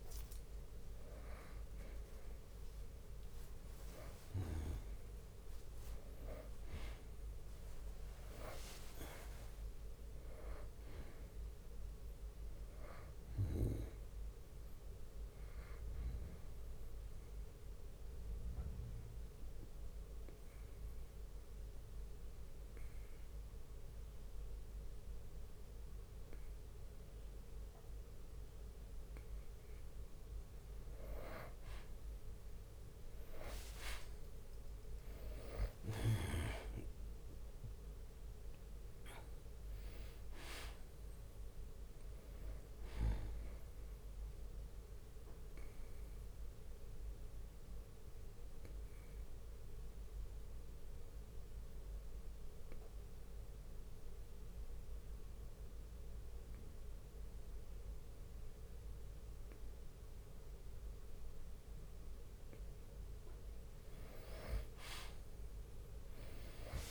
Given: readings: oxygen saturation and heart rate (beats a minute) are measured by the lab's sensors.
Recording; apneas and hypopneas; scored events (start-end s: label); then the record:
breathing in sleep by a room microphone; 2
0.00-6.00 s: oxygen desaturation (device-marked, oxygen 93% lowest, heart rate 60 extreme)
4.00-6.00 s: long interval between heartbeats (device-marked, heart rate 66 before, 75 extreme)
7.50-12.50 s: arousal
10.50-12.50 s: long interval between heartbeats (device-marked, heart rate 69 before, 71 extreme)
13.50-15.50 s: long interval between heartbeats (device-marked, heart rate 70 before, 69 extreme)
17.50-28.50 s: obstructive apnea (oxygen 96% before, 88% lowest, heart rate 70 before, 60 extreme, up 5 after)
33.00-37.50 s: arousal
35.00-47.00 s: drop in pulse transit time (device-marked, heart rate 64 before, 65 extreme)
38.00-61.00 s: oxygen desaturation (device-marked, oxygen 96% before, 91% lowest, heart rate 64 before, 59 extreme)
45.00-61.50 s: obstructive apnea (oxygen 96% before, 88% lowest, heart rate 66 before, 59 extreme, up 8 after)
51.00-58.00 s: bradycardia (device-marked, heart rate 69 before, 59 extreme)
64.00-66.91 s: arousal
From the record:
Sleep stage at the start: N2 (light sleep); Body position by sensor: on the back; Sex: male